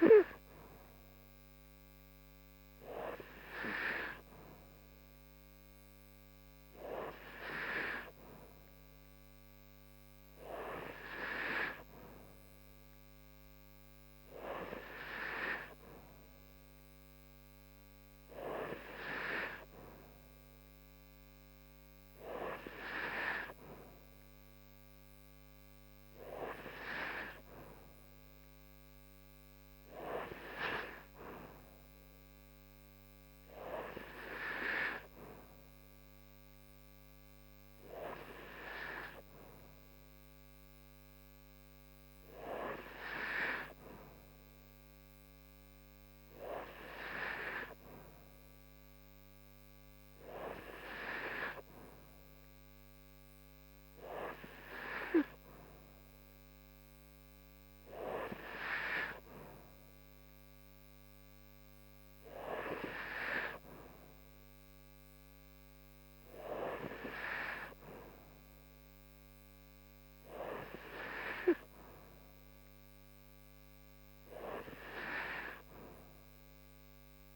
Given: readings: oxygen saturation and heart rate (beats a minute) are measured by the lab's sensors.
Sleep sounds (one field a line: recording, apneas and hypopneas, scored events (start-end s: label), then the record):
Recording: breathing in sleep by a microphone on the trachea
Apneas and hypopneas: none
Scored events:
none scored
From the record:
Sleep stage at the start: N2 (light sleep)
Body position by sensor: on the right side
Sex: female